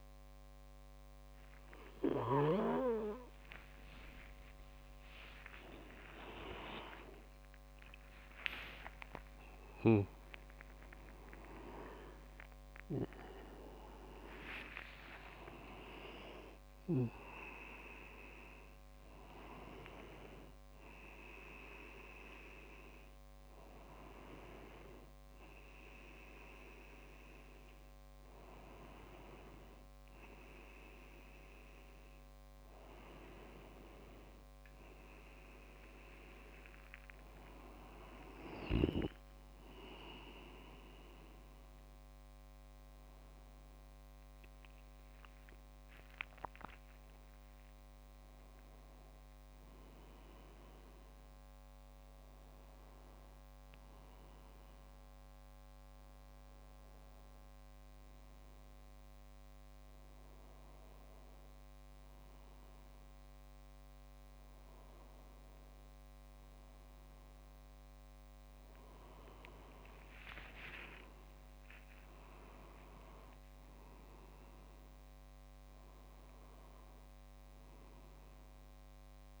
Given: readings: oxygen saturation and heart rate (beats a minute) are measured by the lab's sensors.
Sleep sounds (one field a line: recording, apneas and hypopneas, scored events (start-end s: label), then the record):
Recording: a person awake in a sleep study, by a microphone on the trachea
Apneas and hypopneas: none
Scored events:
0.00-2.50 s: snoring (device-marked)
11.00-17.00 s: tachycardia (device-marked)
26.00-30.50 s: leg movement (device-marked)
32.50-36.50 s: leg movement (device-marked)
42.00-79.40 s: new sleep stage, N1 (lightest sleep)
69.00-74.50 s: leg movement (device-marked)
70.00-74.00 s: arousal
From the record:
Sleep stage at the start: awake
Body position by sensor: on the back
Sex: male